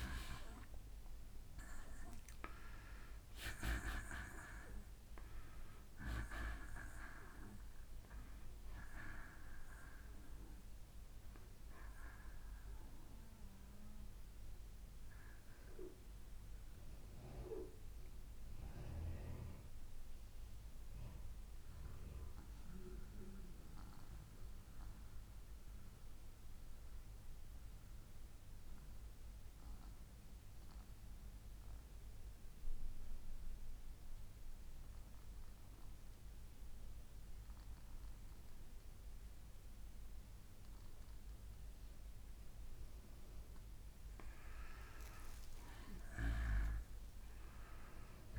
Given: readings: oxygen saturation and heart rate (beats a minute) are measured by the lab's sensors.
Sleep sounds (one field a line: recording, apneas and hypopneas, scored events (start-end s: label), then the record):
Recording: breathing in sleep by a room microphone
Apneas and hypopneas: 1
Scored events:
1.00-19.00 s: oxygen desaturation (device-marked, oxygen 92% before, 85% lowest, heart rate 62 before, 59 extreme)
13.50-41.50 s: mixed apnea (oxygen 93% before, 86% lowest, heart rate 64 before, 60 extreme, up 2 after)
38.00-48.39 s: oxygen desaturation (device-marked, oxygen 98% before, 88% lowest, heart rate 61 before, 60 extreme)
45.50-48.39 s: arousal
From the record:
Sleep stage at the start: N2 (light sleep)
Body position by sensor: on the back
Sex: male